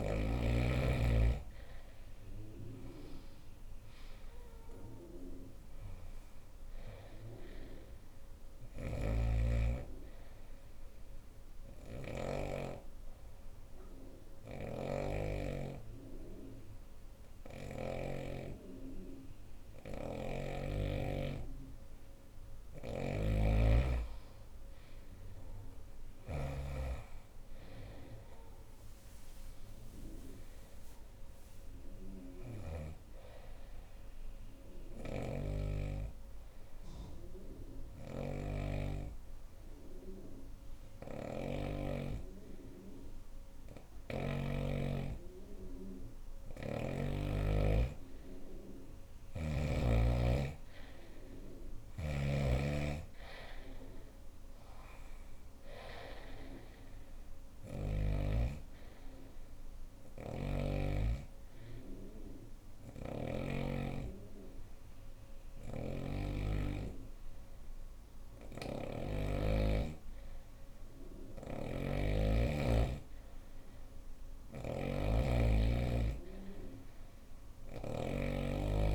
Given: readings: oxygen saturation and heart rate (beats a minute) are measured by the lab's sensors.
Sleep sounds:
breathing in sleep by a room microphone; 3
0.50-4.50 s: arousal
3.00-18.00 s: oxygen desaturation (device-marked, oxygen 96% before, 92% lowest, heart rate 69 before, 64 extreme)
8.00-11.50 s: snoring (device-marked)
9.00-20.00 s: hypopnea (oxygen 96% before, 92% lowest, heart rate 69 before, 64 extreme, up 6 after)
13.50-17.50 s: snoring (device-marked)
22.00-41.00 s: snoring (device-marked)
23.50-29.00 s: arousal
25.00-41.00 s: oxygen desaturation (device-marked, oxygen 96% before, 92% lowest, heart rate 68 before, 65 extreme)
35.00-46.50 s: hypopnea (oxygen 96% before, 92% lowest, heart rate 68 before, 65 extreme, up 5 after)
43.00-46.50 s: snoring (device-marked)
48.50-52.50 s: arousal
49.00-67.00 s: oxygen desaturation (device-marked, oxygen 97% before, 92% lowest, heart rate 69 before, 67 extreme)
58.50-70.50 s: hypopnea (oxygen 97% before, 92% lowest, heart rate 68 before, 67 extreme, up 2 after)
67.50-78.95 s: snoring (device-marked)
From the record:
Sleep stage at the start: N2 (light sleep); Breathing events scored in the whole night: 207 in 4.6 hours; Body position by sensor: on the right side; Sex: female

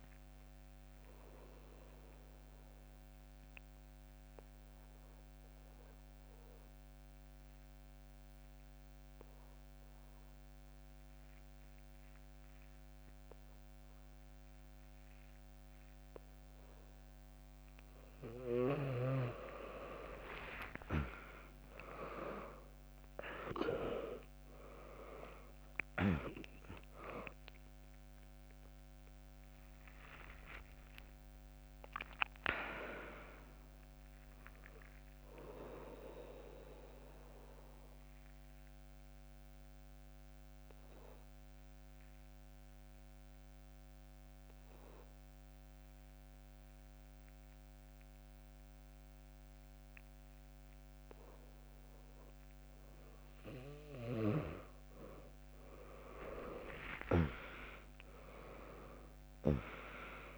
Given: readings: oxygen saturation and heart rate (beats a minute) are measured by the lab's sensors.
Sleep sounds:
breathing in sleep by a microphone on the trachea; 2
0.00-3.50 s: drop in pulse transit time (device-marked, heart rate 62 extreme)
0.00-14.50 s: oxygen desaturation (device-marked, oxygen 96% lowest, heart rate 63 extreme)
0.50-16.00 s: obstructive apnea (oxygen 100% before, 96% lowest, heart rate 71 before, 63 extreme, up 11 after)
20.00-22.00 s: long interval between heartbeats (device-marked, heart rate 78 before, 67 extreme)
21.00-27.50 s: arousal
24.50-37.50 s: drop in pulse transit time (device-marked, heart rate 76 before, 69 extreme)
26.50-45.50 s: oxygen desaturation (device-marked, oxygen 100% before, 96% lowest, heart rate 76 before, 59 extreme)
36.00-51.50 s: obstructive apnea (oxygen 100% before, 96% lowest, heart rate 77 before, 59 extreme, up 6 after)
56.50-60.38 s: arousal
57.00-59.00 s: long interval between heartbeats (device-marked, heart rate 72 before, 70 extreme)
From the record:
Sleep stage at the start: N2 (light sleep); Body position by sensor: on the back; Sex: female

